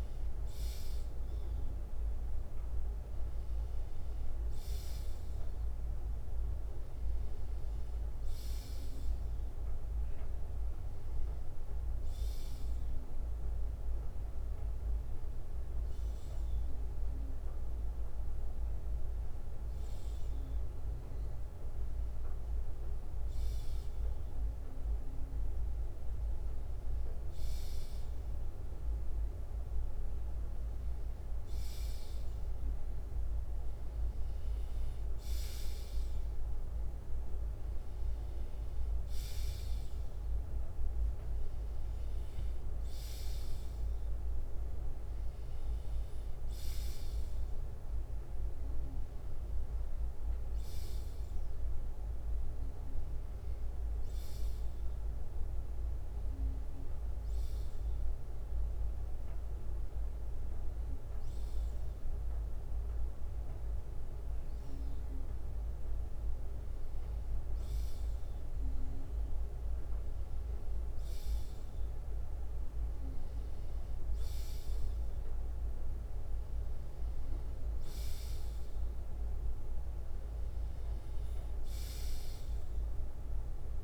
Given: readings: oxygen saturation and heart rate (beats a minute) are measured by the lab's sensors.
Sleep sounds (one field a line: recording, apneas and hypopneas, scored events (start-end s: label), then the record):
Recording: breathing in sleep, hard to hear, by a room microphone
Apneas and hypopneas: none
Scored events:
1.50-33.50 s: bradycardia (device-marked, heart rate 61 before, 48 extreme)
52.50-82.50 s: bradycardia (device-marked, heart rate 61 before, 54 extreme)
From the record:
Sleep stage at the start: N2 (light sleep)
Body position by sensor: on the left side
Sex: male